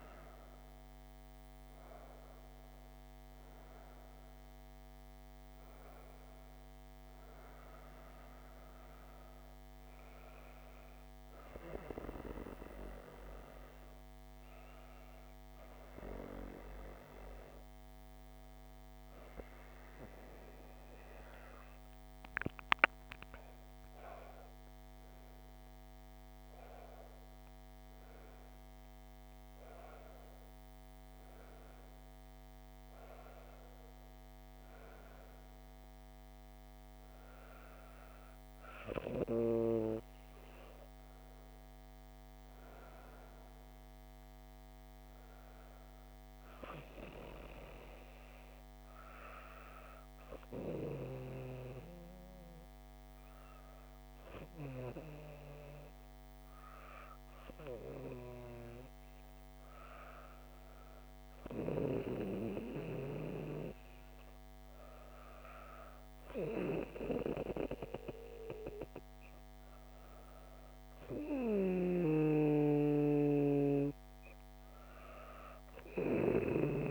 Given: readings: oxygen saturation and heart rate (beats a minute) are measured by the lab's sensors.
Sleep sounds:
breathing in sleep by a microphone on the trachea; 2
11.50-23.00 s: hypopnea (oxygen 98% before, 97% lowest, heart rate 94 before, 59 extreme)
25.00-30.00 s: arousal
45.50-58.50 s: hypopnea (oxygen 99% before, 96% lowest, heart rate 116 before, 84 extreme)
61.00-65.00 s: arousal
68.50-76.91 s: new sleep stage, N2 (light sleep)
From the record:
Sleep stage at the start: REM sleep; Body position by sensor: on the back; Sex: female

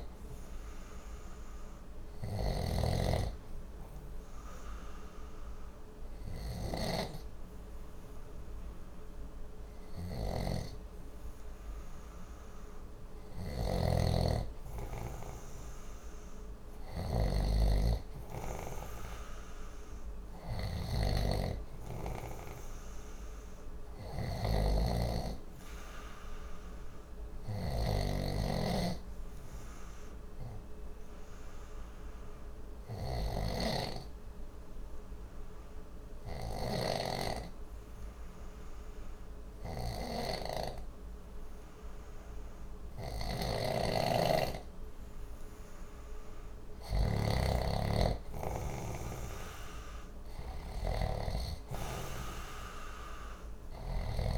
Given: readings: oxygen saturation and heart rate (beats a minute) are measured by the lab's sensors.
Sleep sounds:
breathing in sleep by a room microphone; 2
0.00-9.00 s: oxygen desaturation (device-marked, oxygen 90% lowest, heart rate 59 extreme)
0.00-36.50 s: snoring (device-marked)
1.00-13.50 s: hypopnea (oxygen 94% before, 89% lowest, heart rate 60 before, 59 extreme, up 1 after)
19.50-23.50 s: arousal
27.00-46.00 s: obstructive apnea (oxygen 97% before, 91% lowest, heart rate 60 before, 60 extreme, up 0 after)
43.50-47.00 s: snoring (device-marked)
48.00-54.38 s: oxygen desaturation (device-marked, oxygen 95% before, 91% lowest, heart rate 60 before, 59 extreme)
49.00-52.00 s: arousal
From the record:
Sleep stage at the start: N2 (light sleep); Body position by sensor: on the left side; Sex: male

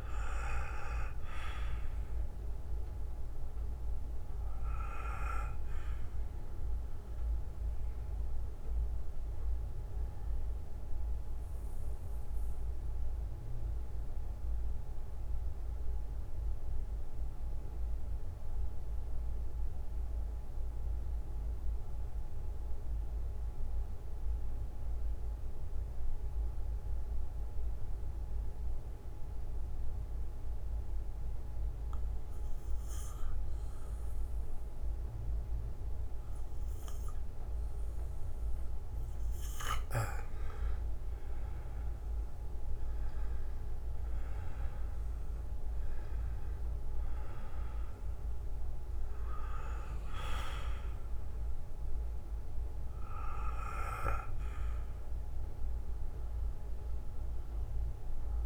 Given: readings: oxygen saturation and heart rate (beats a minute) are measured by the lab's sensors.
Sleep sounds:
breathing in sleep by a room microphone; 1
3.00-33.00 s: bradycardia (device-marked, heart rate 59 before, 56 extreme)
8.00-38.50 s: mixed apnea (oxygen 98% before, 87% lowest, heart rate 61 before, 54 extreme, up 15 after)
12.00-18.00 s: oxygen desaturation (device-marked, oxygen 96% before, 92% lowest, heart rate 60 before, 55 extreme)
40.50-44.50 s: arousal
43.00-56.00 s: oxygen desaturation (device-marked, oxygen 98% before, 93% lowest, heart rate 59 before, 54 extreme)
53.00-55.00 s: bradycardia (device-marked, heart rate 59 before, 61 extreme)
From the record:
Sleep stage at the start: REM sleep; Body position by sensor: on the back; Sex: male

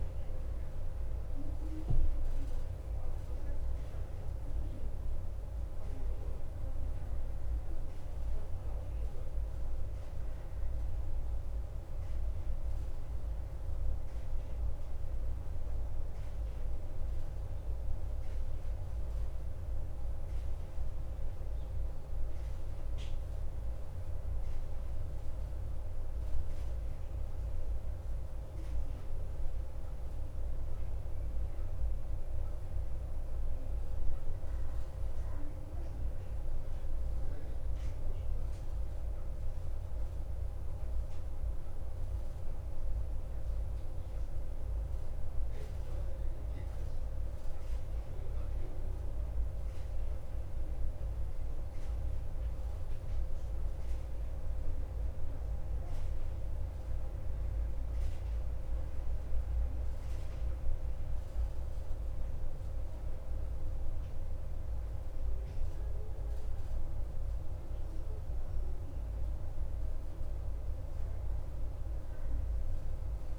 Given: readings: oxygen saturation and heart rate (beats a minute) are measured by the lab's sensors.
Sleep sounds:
breathing in sleep, hard to hear, by a room microphone; 2
12.50-29.50 s: oxygen desaturation (device-marked, oxygen 94% before, 90% lowest, heart rate 55 before, 52 extreme)
14.50-19.00 s: arousal
21.50-32.50 s: central apnea (oxygen 95% before, 90% lowest, heart rate 56 before, 52 extreme, up 0 after)
36.00-41.00 s: arousal
47.00-69.00 s: hypopnea (oxygen 94% before, 88% lowest, heart rate 53 before, 53 extreme, up 11 after)
From the record:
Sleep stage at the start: N2 (light sleep); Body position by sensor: on the back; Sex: male

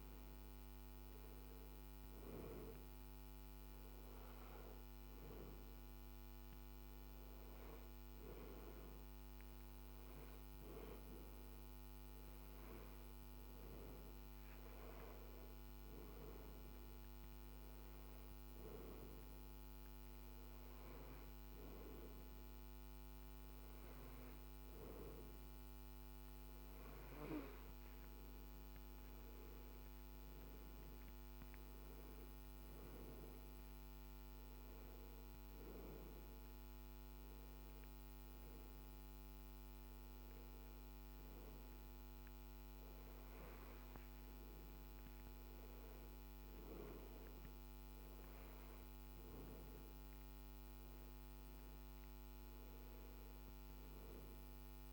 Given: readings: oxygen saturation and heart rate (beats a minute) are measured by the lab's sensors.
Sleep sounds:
breathing in sleep, hard to hear, by a microphone on the trachea; none
none scored
From the record:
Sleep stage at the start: N2 (light sleep); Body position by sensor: on the back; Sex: male

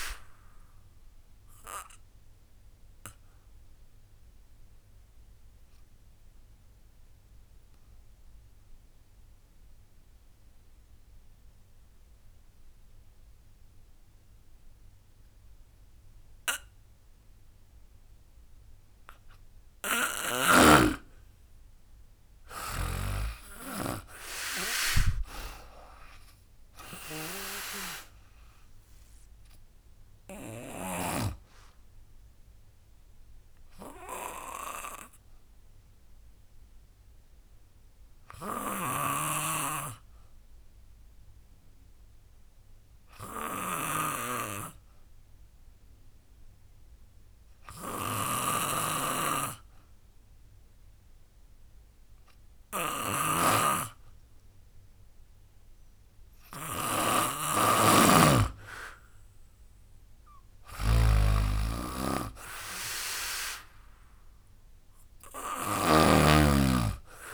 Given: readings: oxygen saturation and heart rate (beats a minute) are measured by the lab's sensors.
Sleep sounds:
breathing in sleep by a room microphone; 2
0.00-6.50 s: drop in pulse transit time (device-marked, heart rate 73 extreme)
0.00-17.50 s: oxygen desaturation (device-marked, oxygen 91% lowest, heart rate 66 extreme)
0.50-18.00 s: obstructive apnea (oxygen 98% before, 90% lowest, heart rate 78 before, 66 extreme, up 19 after)
19.50-44.50 s: oxygen desaturation (device-marked, oxygen 99% before, 91% lowest, heart rate 75 before, 72 extreme)
21.00-23.50 s: arousal
21.50-34.50 s: drop in pulse transit time (device-marked, heart rate 75 before, 81 extreme)
30.00-54.50 s: obstructive apnea (oxygen 99% before, 90% lowest, heart rate 78 before, 66 extreme, up 9 after)
38.50-66.00 s: snoring (device-marked)
56.50-59.50 s: arousal
56.50-67.34 s: oxygen desaturation (device-marked, oxygen 99% before, 90% lowest, heart rate 75 before, 66 extreme)
58.50-67.34 s: drop in pulse transit time (device-marked, heart rate 75 before, 75 extreme)
From the record:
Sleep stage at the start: N2 (light sleep); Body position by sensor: on the back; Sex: female

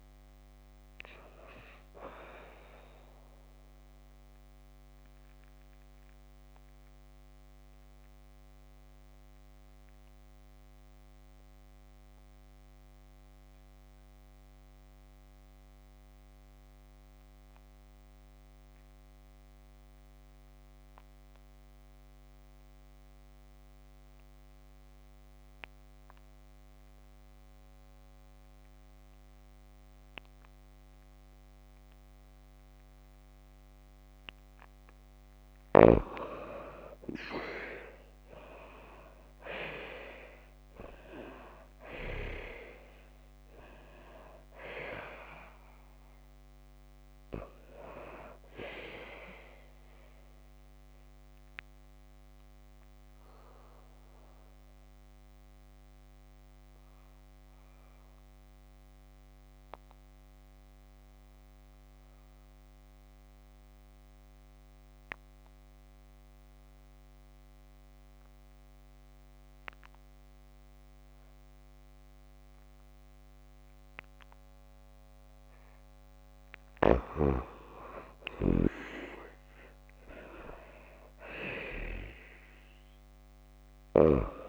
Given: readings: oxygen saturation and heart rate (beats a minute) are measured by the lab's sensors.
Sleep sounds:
breathing in sleep by a microphone on the trachea; 2
0.00-2.50 s: oxygen desaturation (device-marked, oxygen 92% lowest, heart rate 52 extreme)
4.00-34.50 s: obstructive apnea (oxygen 96% before, 85% lowest, heart rate 63 before, 52 extreme, up 6 after)
26.50-38.50 s: oxygen desaturation (device-marked, oxygen 94% before, 85% lowest, heart rate 55 before, 55 extreme)
38.50-43.00 s: arousal
50.00-75.50 s: obstructive apnea (oxygen 97% before, 85% lowest, heart rate 59 before, 53 extreme, up 6 after)
77.50-84.49 s: oxygen desaturation (device-marked, oxygen 95% before, 85% lowest, heart rate 55 before, 53 extreme)
78.00-81.50 s: arousal
From the record:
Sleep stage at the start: N2 (light sleep); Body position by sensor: on the back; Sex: female

